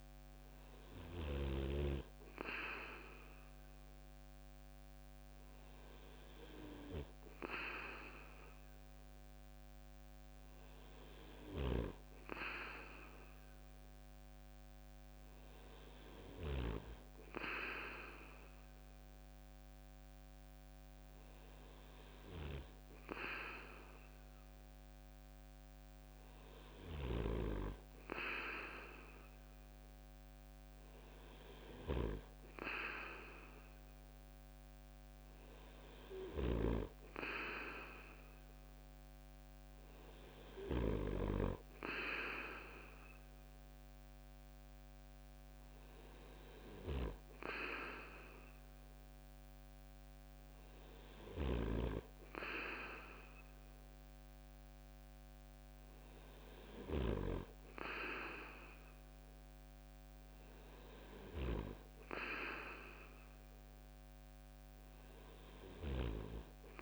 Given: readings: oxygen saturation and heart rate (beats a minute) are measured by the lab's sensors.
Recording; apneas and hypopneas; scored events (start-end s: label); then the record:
breathing in sleep by a microphone on the trachea; none
none scored
From the record:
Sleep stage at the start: N2 (light sleep); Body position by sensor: on the right side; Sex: male